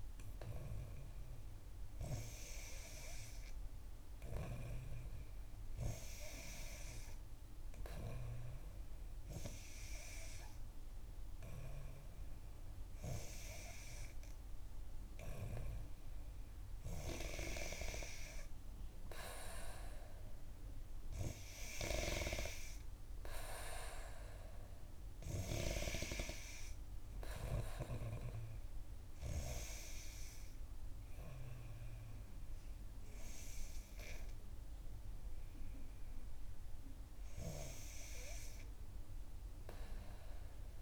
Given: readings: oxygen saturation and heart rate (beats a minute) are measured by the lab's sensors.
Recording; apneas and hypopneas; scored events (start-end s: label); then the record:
breathing in sleep by a room microphone; none
none scored
From the record:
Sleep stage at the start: N3 (deep sleep); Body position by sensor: on the back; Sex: female